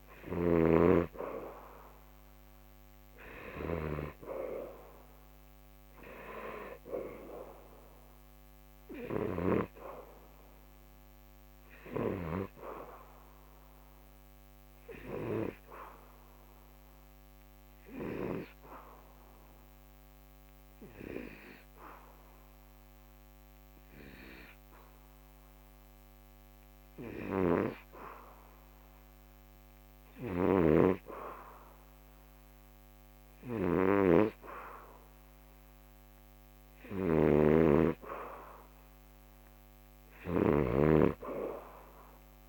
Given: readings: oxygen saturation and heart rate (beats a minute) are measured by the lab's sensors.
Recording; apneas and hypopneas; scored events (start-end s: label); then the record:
breathing in sleep by a microphone on the trachea; 1
0.50-13.50 s: oxygen desaturation (device-marked, oxygen 93% before, 90% lowest, heart rate 73 before, 71 extreme)
15.00-30.00 s: obstructive apnea (oxygen 95% before, 89% lowest, heart rate 75 before, 71 extreme, up 1 after)
32.00-36.00 s: arousal
35.50-42.49 s: oxygen desaturation (device-marked, oxygen 95% before, 89% lowest, heart rate 74 before, 72 extreme)
From the record:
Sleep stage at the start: N2 (light sleep); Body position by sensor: on the back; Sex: male